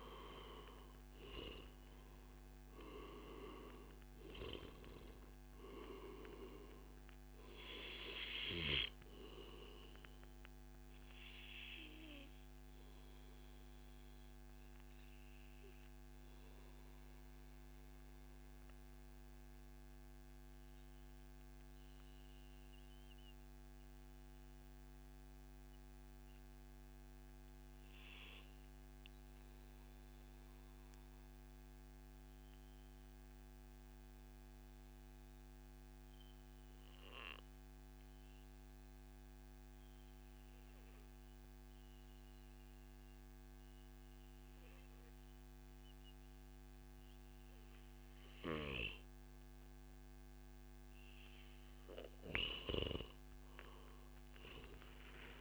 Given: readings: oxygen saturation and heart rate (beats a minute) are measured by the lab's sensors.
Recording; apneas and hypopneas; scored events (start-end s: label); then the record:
breathing in sleep by a microphone on the trachea; 1
0.00-15.50 s: oxygen desaturation (device-marked, oxygen 90% lowest, heart rate 98 extreme)
8.00-51.00 s: obstructive apnea (oxygen 98% before, 90% lowest, heart rate 141 before, 96 extreme, up 36 after)
14.00-16.00 s: long interval between heartbeats (device-marked, heart rate 142 before, 124 extreme)
31.50-33.50 s: long interval between heartbeats (device-marked, heart rate 114 before, 116 extreme)
39.00-41.00 s: long interval between heartbeats (device-marked, heart rate 110 before, 115 extreme)
41.50-43.50 s: long interval between heartbeats (device-marked, heart rate 112 before, 106 extreme)
49.00-51.00 s: long interval between heartbeats (device-marked, heart rate 109 before, 99 extreme)
51.50-55.41 s: oxygen desaturation (device-marked, oxygen 97% before, 93% lowest, heart rate 107 before, 132 extreme)
From the record:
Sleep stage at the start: REM sleep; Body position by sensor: on the back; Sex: male